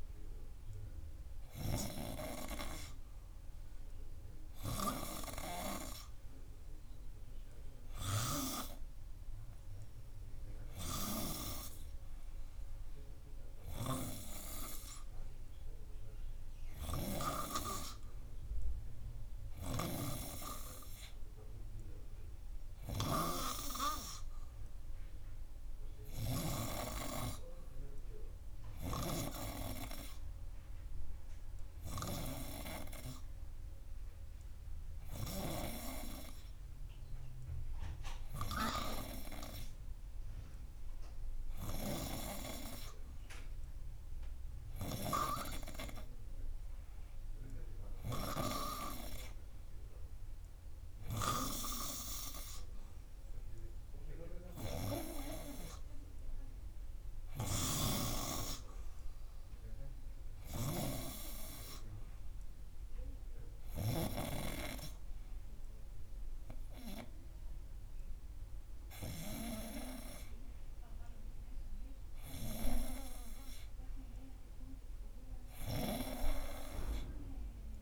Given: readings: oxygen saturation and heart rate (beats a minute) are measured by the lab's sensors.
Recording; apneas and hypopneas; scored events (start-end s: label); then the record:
breathing in sleep by a room microphone; none
none scored
From the record:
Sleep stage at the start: N2 (light sleep); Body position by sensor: on the front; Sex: male